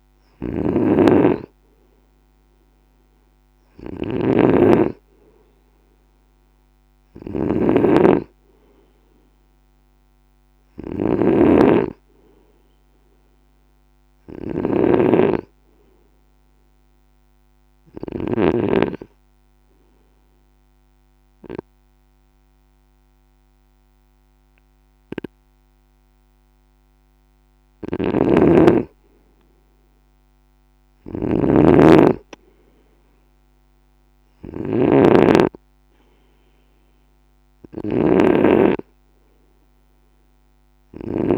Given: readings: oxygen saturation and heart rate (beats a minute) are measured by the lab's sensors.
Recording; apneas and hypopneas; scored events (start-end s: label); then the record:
breathing in sleep by a microphone on the trachea; 1
0.00-18.50 s: snoring (device-marked)
18.00-29.00 s: obstructive apnea (oxygen 95% before, 91% lowest, heart rate 55 before, 55 extreme, up 1 after)
27.50-41.38 s: snoring (device-marked)
32.50-35.50 s: arousal
From the record:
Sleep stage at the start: N2 (light sleep); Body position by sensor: on the right side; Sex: male